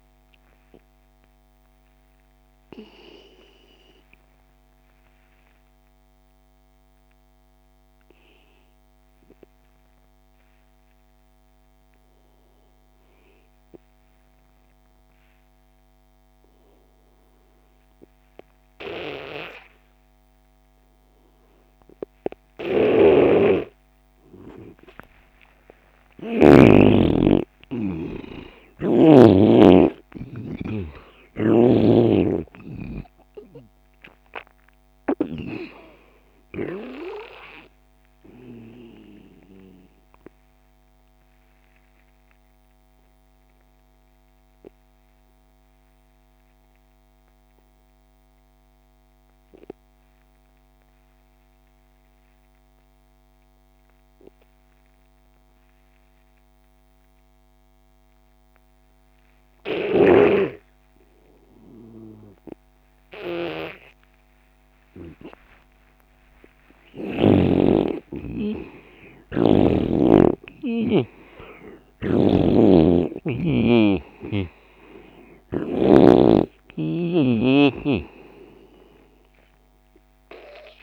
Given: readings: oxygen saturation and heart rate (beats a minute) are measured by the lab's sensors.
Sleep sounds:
breathing in sleep by a microphone on the trachea; 2
0.00-17.00 s: oxygen desaturation (device-marked, oxygen 95% before, 86% lowest)
2.50-25.00 s: obstructive apnea (oxygen 98% before, 86% lowest)
22.50-29.50 s: snoring (device-marked)
26.00-30.00 s: arousal
33.00-58.00 s: oxygen desaturation (device-marked, oxygen 97% before, 86% lowest)
40.50-65.50 s: obstructive apnea (oxygen 97% before, 85% lowest)
67.00-71.50 s: arousal
72.00-76.00 s: snoring (device-marked)
75.00-80.83 s: oxygen desaturation (device-marked, oxygen 96% before, 85% lowest)
From the record:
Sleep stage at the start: N2 (light sleep); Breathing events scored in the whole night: 519 in 6.8 hours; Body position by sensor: on the left side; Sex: male

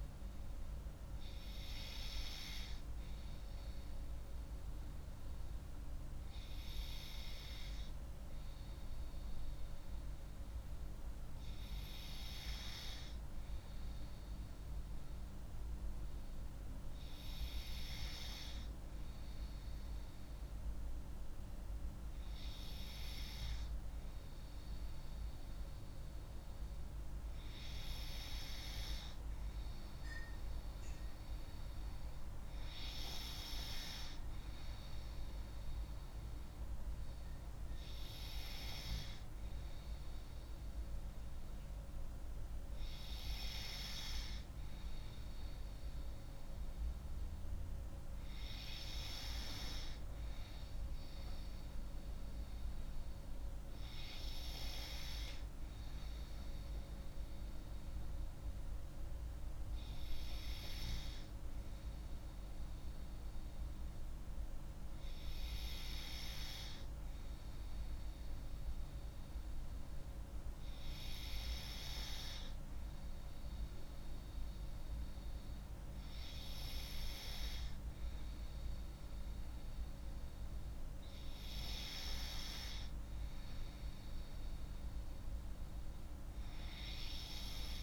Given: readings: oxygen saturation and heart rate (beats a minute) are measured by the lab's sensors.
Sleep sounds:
breathing in sleep by a room microphone; none
none scored
From the record:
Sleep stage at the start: N3 (deep sleep); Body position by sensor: on the left side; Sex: female

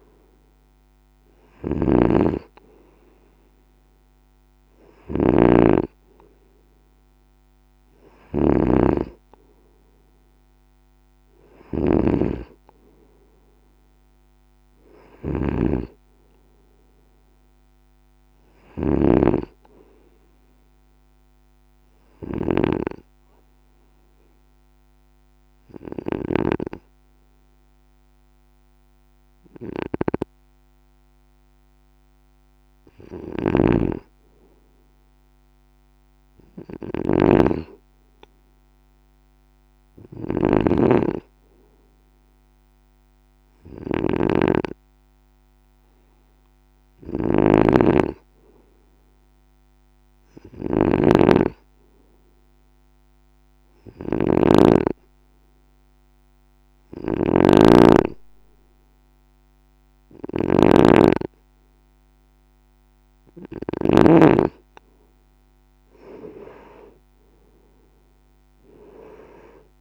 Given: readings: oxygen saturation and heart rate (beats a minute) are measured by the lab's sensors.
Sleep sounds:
breathing in sleep by a microphone on the trachea; 2
1.50-26.50 s: snoring (device-marked)
15.50-19.00 s: arousal
22.50-32.50 s: obstructive apnea (oxygen 96% before, 93% lowest, heart rate 56 before, 54 extreme, up 3 after)
33.00-64.00 s: snoring (device-marked)
35.00-38.00 s: arousal
51.50-63.00 s: hypopnea (oxygen 97% before, 93% lowest, heart rate 55 before, 53 extreme, up 7 after)
66.50-69.81 s: arousal
From the record:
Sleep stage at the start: N2 (light sleep); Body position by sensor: on the right side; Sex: male

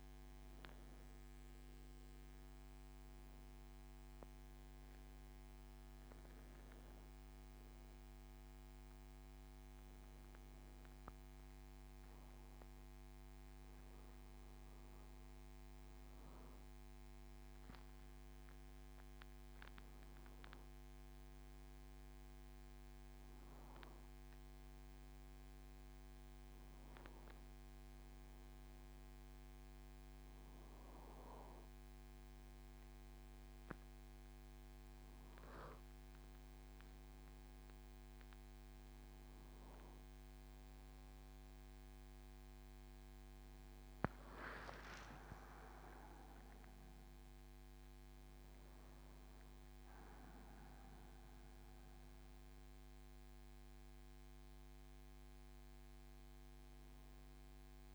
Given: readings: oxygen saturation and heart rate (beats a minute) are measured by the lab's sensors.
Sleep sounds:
a person awake in a sleep study, hard to hear, by a microphone on the trachea; none
none scored
From the record:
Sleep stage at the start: awake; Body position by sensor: on the back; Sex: male

